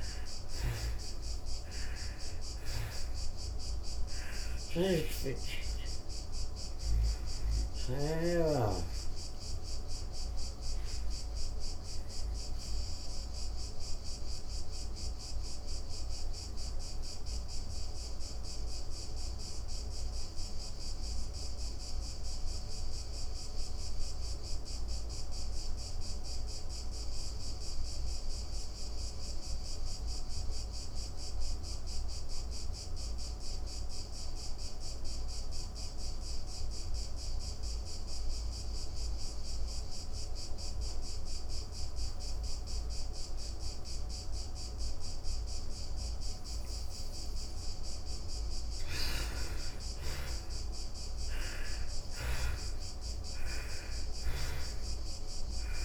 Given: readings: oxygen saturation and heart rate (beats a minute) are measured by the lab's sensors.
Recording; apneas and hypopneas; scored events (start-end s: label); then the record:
breathing in sleep by a room microphone; 1
0.00-22.50 s: oxygen desaturation (device-marked, oxygen 73% lowest)
3.00-7.00 s: snoring (device-marked)
9.50-46.50 s: obstructive apnea (oxygen 96% before, 73% lowest)
41.50-55.84 s: oxygen desaturation (device-marked, oxygen 98% before, 74% lowest)
47.50-55.50 s: snoring (device-marked)
48.00-52.50 s: arousal
From the record:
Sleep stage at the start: N2 (light sleep); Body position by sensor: on the back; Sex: female